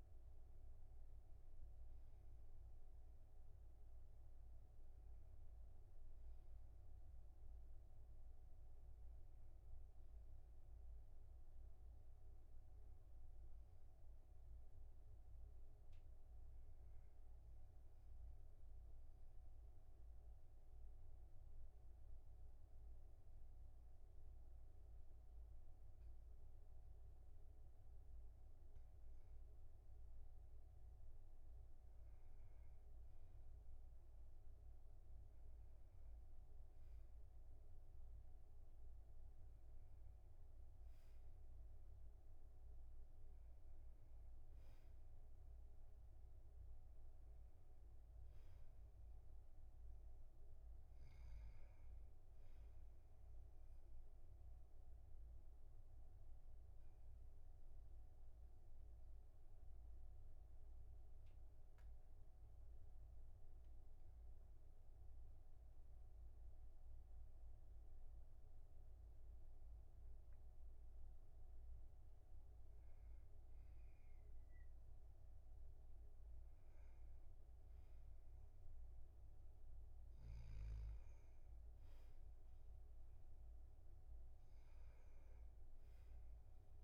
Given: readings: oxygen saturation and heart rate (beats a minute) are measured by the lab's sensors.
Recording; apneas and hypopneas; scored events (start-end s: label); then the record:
breathing in sleep, hard to hear, by a room microphone; 2
12.00-15.00 s: arousal
17.00-29.00 s: obstructive apnea (oxygen 99% before, 96% lowest, heart rate 46 before, 44 extreme, up 10 after)
26.50-86.84 s: new sleep stage, N2 (light sleep)
32.50-37.50 s: arousal
54.50-70.50 s: obstructive apnea (oxygen 98% before, 96% lowest, heart rate 50 before, 42 extreme, up 9 after)
73.00-77.00 s: arousal
From the record:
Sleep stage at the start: N1 (lightest sleep); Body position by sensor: on the back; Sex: male